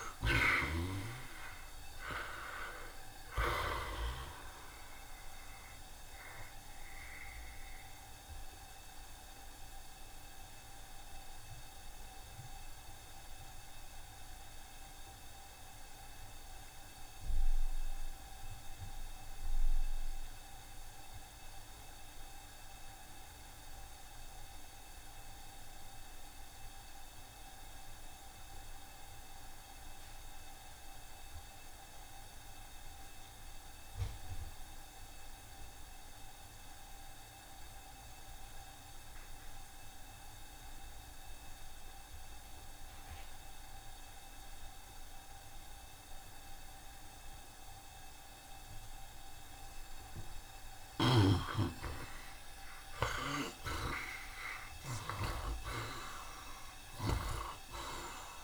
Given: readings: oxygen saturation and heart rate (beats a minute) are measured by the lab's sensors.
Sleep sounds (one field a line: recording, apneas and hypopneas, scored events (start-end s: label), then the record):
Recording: breathing in sleep by a room microphone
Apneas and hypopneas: 1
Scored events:
0.00-1.00 s: snoring (device-marked)
0.00-2.00 s: long interval between heartbeats (device-marked, heart rate 79 before, 95 extreme)
0.00-2.50 s: arousal
0.00-22.50 s: oxygen desaturation (device-marked, oxygen 61% lowest, heart rate 69 extreme)
8.50-49.50 s: obstructive apnea (oxygen 83% before, 61% lowest, heart rate 82 before, 69 extreme, up 42 after)
30.50-58.44 s: oxygen desaturation (device-marked, oxygen 93% before, 62% lowest, heart rate 72 before, 71 extreme)
47.50-53.50 s: tachycardia (device-marked, heart rate 75 before, 116 extreme)
49.50-51.50 s: long interval between heartbeats (device-marked, heart rate 74 before, 85 extreme)
51.00-55.00 s: arousal
From the record:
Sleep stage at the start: N2 (light sleep)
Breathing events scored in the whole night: 199 in 3.3 hours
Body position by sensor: on the right side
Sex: male